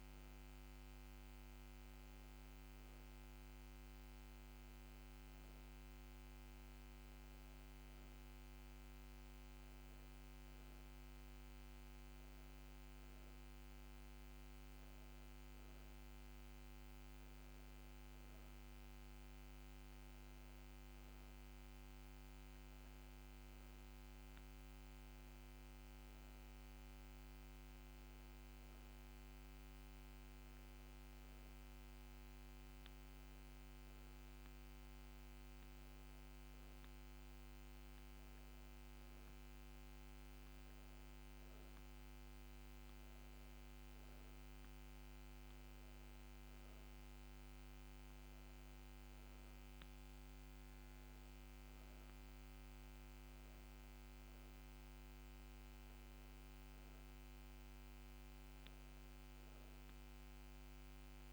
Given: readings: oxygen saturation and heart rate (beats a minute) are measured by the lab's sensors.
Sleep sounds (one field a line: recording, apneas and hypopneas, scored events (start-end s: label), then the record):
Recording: breathing in sleep, hard to hear, by a microphone on the trachea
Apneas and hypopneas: none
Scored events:
4.00-61.33 s: new sleep stage, N2 (light sleep)
From the record:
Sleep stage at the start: N1 (lightest sleep)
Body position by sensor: on the back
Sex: female